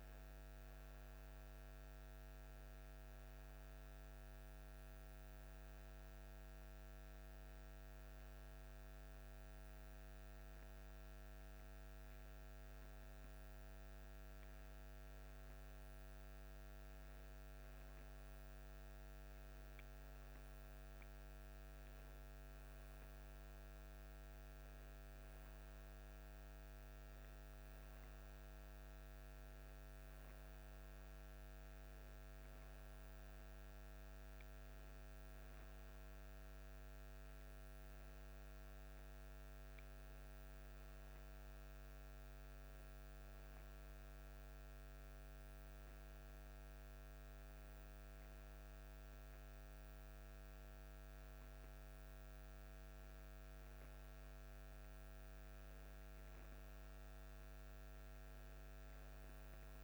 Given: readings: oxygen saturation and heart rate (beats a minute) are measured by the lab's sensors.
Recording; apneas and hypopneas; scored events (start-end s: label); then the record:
breathing in sleep, hard to hear, by a microphone on the trachea; 1
3.00-15.50 s: hypopnea (oxygen 93% before, 91% lowest, heart rate 52 before, 46 extreme, up 2 after)
17.50-21.50 s: arousal
24.50-41.50 s: oxygen desaturation (device-marked, oxygen 95% before, 91% lowest, heart rate 50 before, 48 extreme)
From the record:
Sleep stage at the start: N2 (light sleep); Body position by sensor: on the back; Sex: male